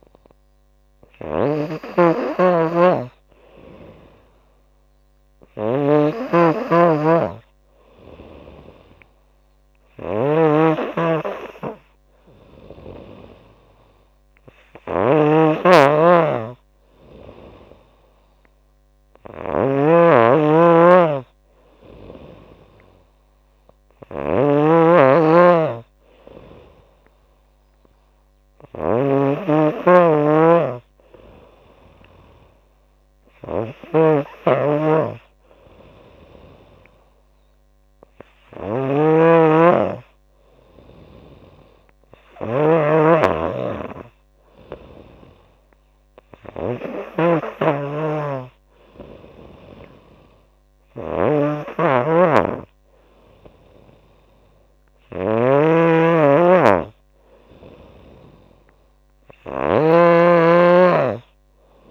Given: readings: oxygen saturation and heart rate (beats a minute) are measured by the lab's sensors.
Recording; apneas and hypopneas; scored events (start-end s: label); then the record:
breathing in sleep by a microphone on the trachea; none
0.00-61.90 s: snoring (device-marked)
From the record:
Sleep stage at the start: N2 (light sleep); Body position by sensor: on the back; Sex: female